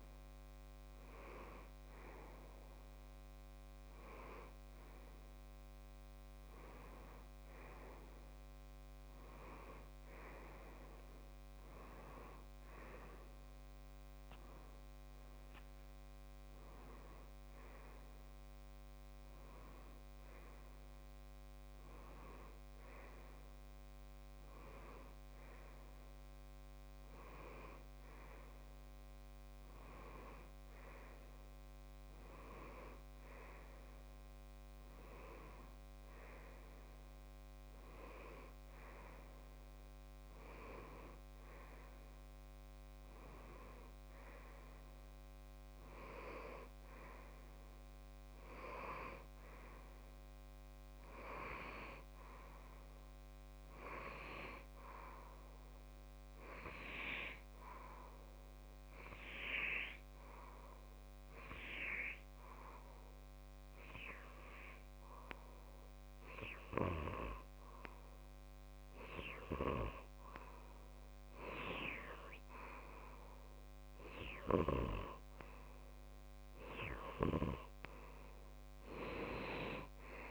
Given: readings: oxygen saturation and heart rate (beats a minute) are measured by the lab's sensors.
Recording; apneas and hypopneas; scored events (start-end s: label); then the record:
breathing in sleep by a microphone on the trachea; 1
18.00-20.00 s: long interval between heartbeats (device-marked)
20.50-80.31 s: new sleep stage, N2 (light sleep)
49.50-52.50 s: arousal
55.00-70.50 s: hypopnea (oxygen 96% before, 93% lowest)
71.50-74.00 s: arousal
From the record:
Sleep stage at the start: N1 (lightest sleep); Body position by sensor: on the left side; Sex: male